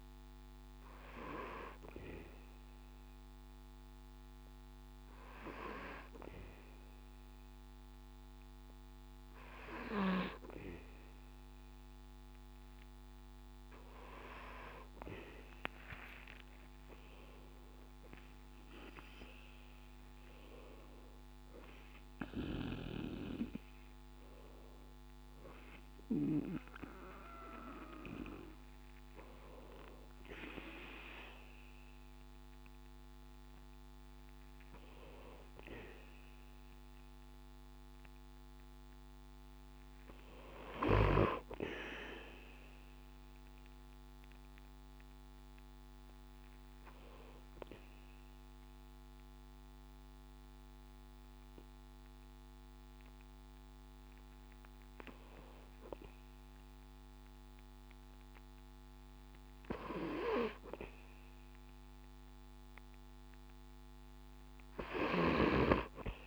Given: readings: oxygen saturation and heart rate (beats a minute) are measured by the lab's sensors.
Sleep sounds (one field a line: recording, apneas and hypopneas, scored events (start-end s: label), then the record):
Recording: breathing in sleep by a microphone on the trachea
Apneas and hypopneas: 1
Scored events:
15.50-19.50 s: arousal
44.00-60.00 s: hypopnea (oxygen 95% before, 94% lowest, heart rate 70 before, 66 extreme, up 3 after)
From the record:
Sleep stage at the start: N2 (light sleep)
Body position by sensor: on the back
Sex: male